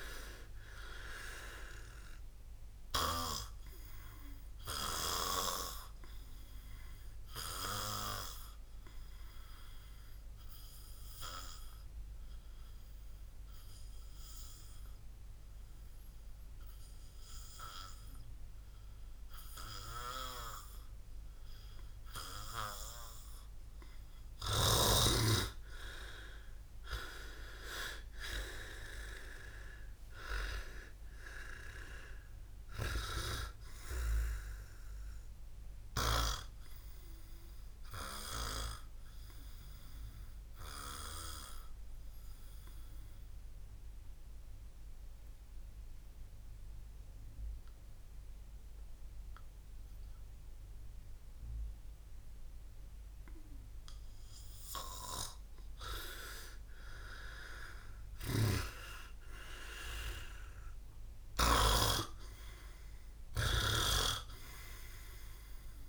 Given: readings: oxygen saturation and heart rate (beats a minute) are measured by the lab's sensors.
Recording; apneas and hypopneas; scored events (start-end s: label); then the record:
breathing in sleep by a room microphone; 2
3.00-23.00 s: obstructive apnea (oxygen 99% before, 93% lowest, heart rate 64 before, 60 extreme, up 11 after)
26.50-29.50 s: arousal
35.00-45.00 s: oxygen desaturation (device-marked, oxygen 99% before, 95% lowest, heart rate 65 before, 60 extreme)
36.00-55.00 s: obstructive apnea (oxygen 99% before, 90% lowest, heart rate 66 before, 60 extreme, up 13 after)
56.50-60.50 s: arousal
From the record:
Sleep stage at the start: N2 (light sleep); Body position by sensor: on the back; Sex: male